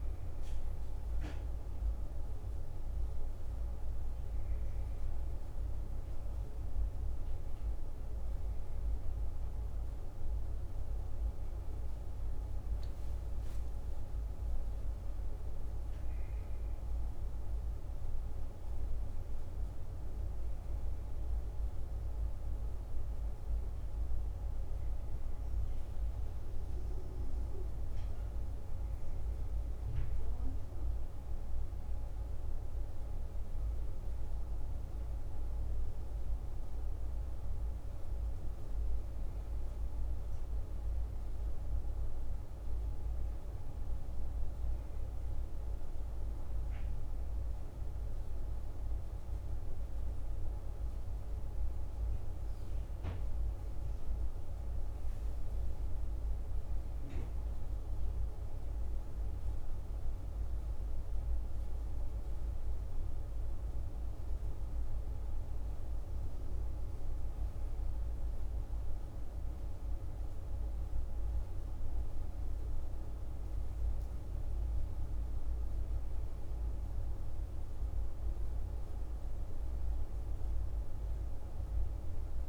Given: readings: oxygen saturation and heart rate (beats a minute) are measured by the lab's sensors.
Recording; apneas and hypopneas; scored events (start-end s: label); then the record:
a person awake in a sleep study, hard to hear, by a room microphone; none
19.50-49.50 s: new sleep stage, N1 (lightest sleep)
49.50-79.50 s: new sleep stage, awake
79.50-82.49 s: new sleep stage, N1 (lightest sleep)
From the record:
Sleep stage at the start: awake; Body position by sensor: on the back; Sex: male